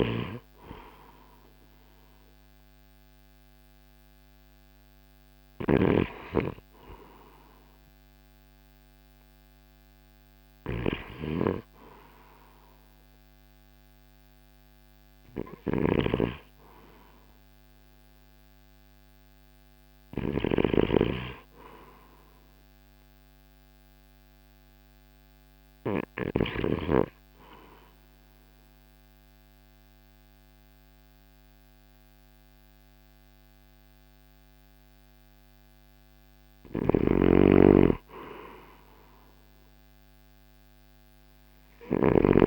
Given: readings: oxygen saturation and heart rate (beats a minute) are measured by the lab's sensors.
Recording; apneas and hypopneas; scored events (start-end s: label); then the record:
breathing in sleep by a microphone on the trachea; 1
0.00-26.00 s: snoring (device-marked)
26.50-37.00 s: obstructive apnea (oxygen 95% before, 91% lowest, heart rate 57 before, 54 extreme, up 6 after)
36.00-42.00 s: snoring (device-marked)
39.50-42.47 s: arousal
From the record:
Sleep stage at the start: N2 (light sleep); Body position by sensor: on the right side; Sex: male